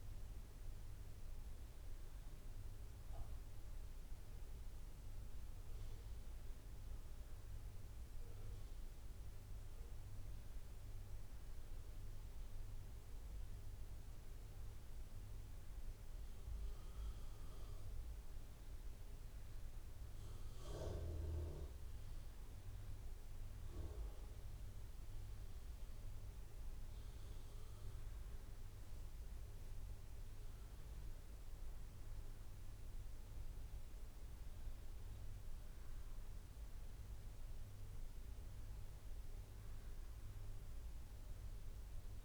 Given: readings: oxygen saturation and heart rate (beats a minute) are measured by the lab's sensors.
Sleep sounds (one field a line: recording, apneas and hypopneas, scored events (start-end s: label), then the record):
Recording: breathing in sleep, hard to hear, by a room microphone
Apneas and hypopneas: none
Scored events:
none scored
From the record:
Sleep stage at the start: N2 (light sleep)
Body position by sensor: on the back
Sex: male